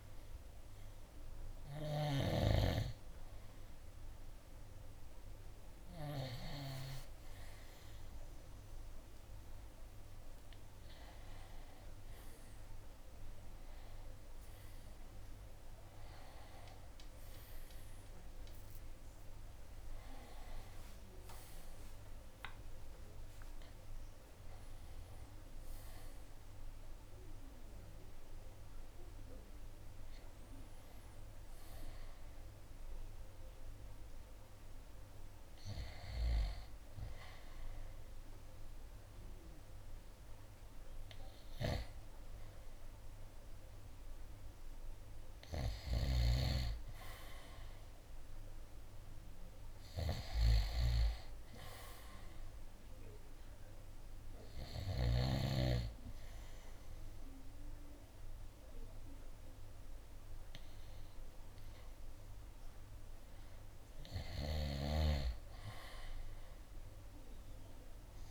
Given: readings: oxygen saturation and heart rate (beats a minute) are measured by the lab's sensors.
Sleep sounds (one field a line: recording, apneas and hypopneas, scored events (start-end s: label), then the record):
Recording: breathing in sleep by a room microphone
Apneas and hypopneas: none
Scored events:
0.00-2.50 s: snoring (device-marked)
0.00-11.50 s: oxygen desaturation (device-marked, oxygen 91% lowest, heart rate 69 extreme)
11.50-33.50 s: drop in pulse transit time (device-marked, heart rate 71 before, 74 extreme)
13.50-19.00 s: arousal
54.50-66.50 s: oxygen desaturation (device-marked, oxygen 96% before, 92% lowest, heart rate 75 before, 70 extreme)
From the record:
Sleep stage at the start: N2 (light sleep)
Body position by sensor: on the right side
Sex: male